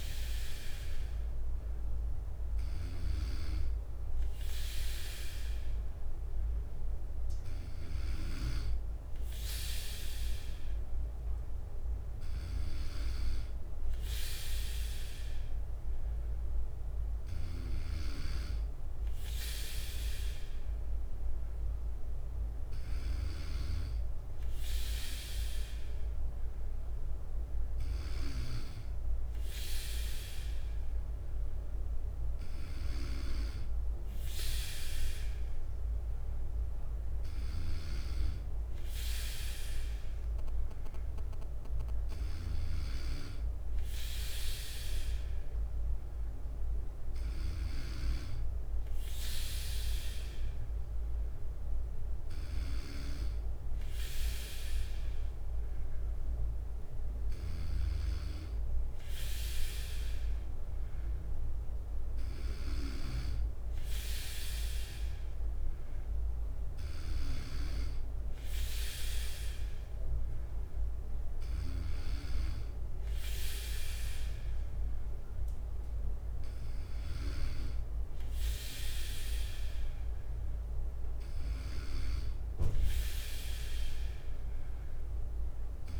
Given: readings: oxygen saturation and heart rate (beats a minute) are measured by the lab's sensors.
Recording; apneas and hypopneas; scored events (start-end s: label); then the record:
breathing in sleep by a room microphone; none
46.00-55.00 s: bradycardia (device-marked, heart rate 59 before, 58 extreme)
81.00-86.00 s: bradycardia (device-marked, heart rate 60 before, 58 extreme)
From the record:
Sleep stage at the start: N3 (deep sleep); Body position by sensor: on the right side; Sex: male